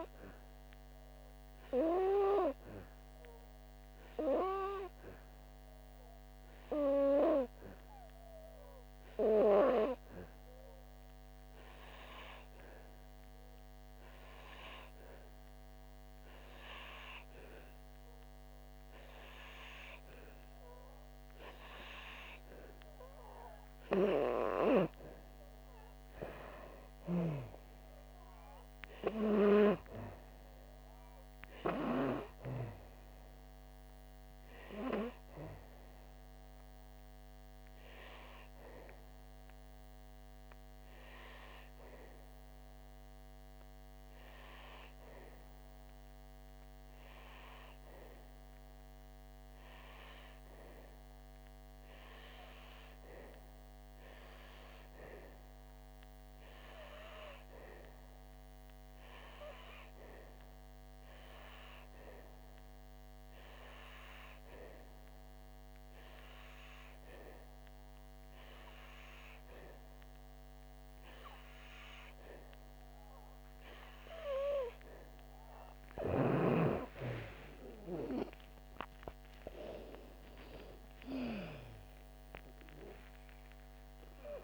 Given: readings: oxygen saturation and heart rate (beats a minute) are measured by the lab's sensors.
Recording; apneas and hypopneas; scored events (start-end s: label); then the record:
breathing in sleep by a microphone on the trachea; 2
11.50-22.50 s: hypopnea (oxygen 97% before, 91% lowest, heart rate 64 before, 59 extreme, up 5 after)
18.50-39.50 s: oxygen desaturation (device-marked, oxygen 96% before, 91% lowest, heart rate 66 before, 59 extreme)
25.50-28.50 s: arousal
38.00-75.00 s: obstructive apnea (oxygen 96% before, 91% lowest, heart rate 68 before, 55 extreme, up 7 after)
71.50-84.44 s: oxygen desaturation (device-marked, oxygen 97% before, 91% lowest, heart rate 65 before, 55 extreme)
77.00-82.50 s: arousal
From the record:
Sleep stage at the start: N2 (light sleep); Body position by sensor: on the back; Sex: female